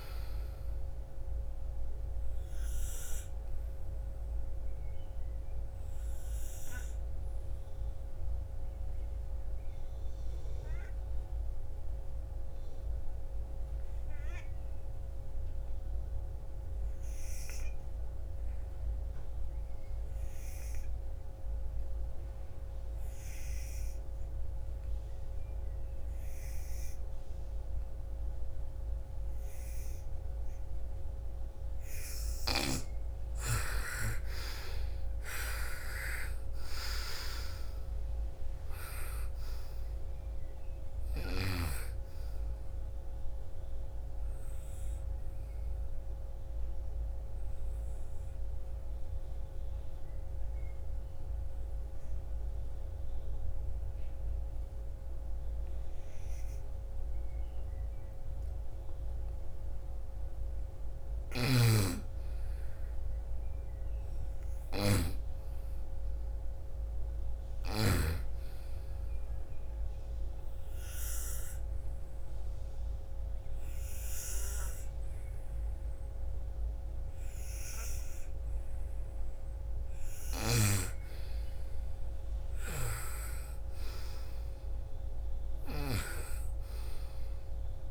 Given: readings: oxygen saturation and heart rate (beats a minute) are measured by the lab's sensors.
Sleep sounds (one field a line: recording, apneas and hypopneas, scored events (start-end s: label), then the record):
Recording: breathing in sleep by a room microphone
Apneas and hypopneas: 3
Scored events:
0.00-10.00 s: oxygen desaturation (device-marked, oxygen 89% lowest, heart rate 47 extreme)
2.00-31.00 s: obstructive apnea (oxygen 98% before, 80% lowest, heart rate 59 before, 47 extreme, up 7 after)
22.00-54.00 s: oxygen desaturation (device-marked, oxygen 98% before, 80% lowest, heart rate 55 before, 52 extreme)
33.50-37.50 s: arousal
43.00-59.50 s: obstructive apnea (oxygen 98% before, 80% lowest, heart rate 60 before, 52 extreme, up 9 after)
60.50-64.50 s: snoring (device-marked)
61.00-64.00 s: arousal
65.00-78.00 s: oxygen desaturation (device-marked, oxygen 99% before, 91% lowest, heart rate 57 before, 56 extreme)
68.00-79.50 s: obstructive apnea (oxygen 99% before, 84% lowest, heart rate 56 before, 56 extreme, up 10 after)
79.50-87.91 s: snoring (device-marked)
82.00-85.50 s: arousal
From the record:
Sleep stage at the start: N2 (light sleep)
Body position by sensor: on the right side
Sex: female